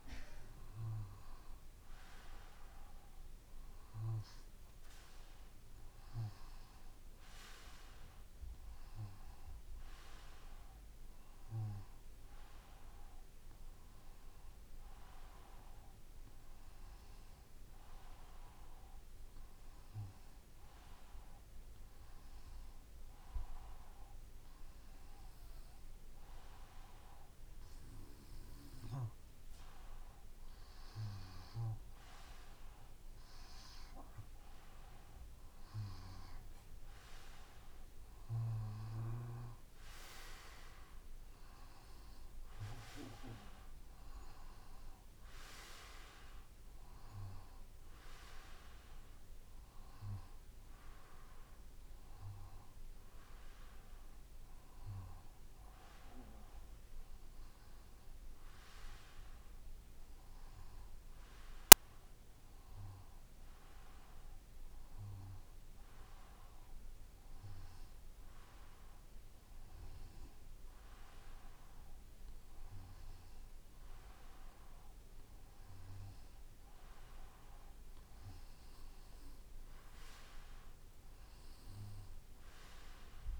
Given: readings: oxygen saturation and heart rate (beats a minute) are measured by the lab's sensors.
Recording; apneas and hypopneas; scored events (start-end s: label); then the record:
breathing in sleep by a room microphone; none
none scored
From the record:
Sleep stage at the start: N2 (light sleep); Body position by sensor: on the back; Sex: male